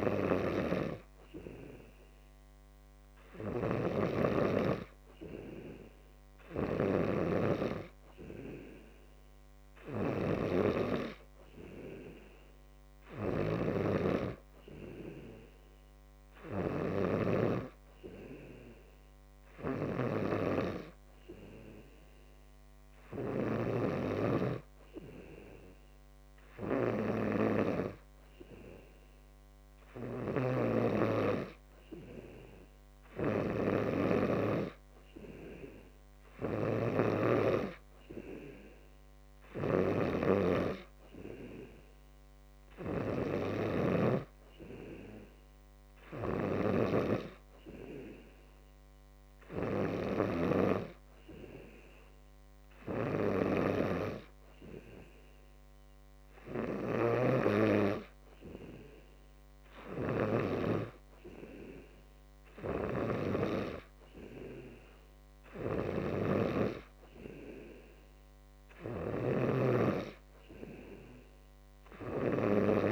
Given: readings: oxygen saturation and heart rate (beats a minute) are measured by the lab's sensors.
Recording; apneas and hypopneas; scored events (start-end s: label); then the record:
breathing in sleep by a microphone on the trachea; none
none scored
From the record:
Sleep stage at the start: N2 (light sleep); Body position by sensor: on the back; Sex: male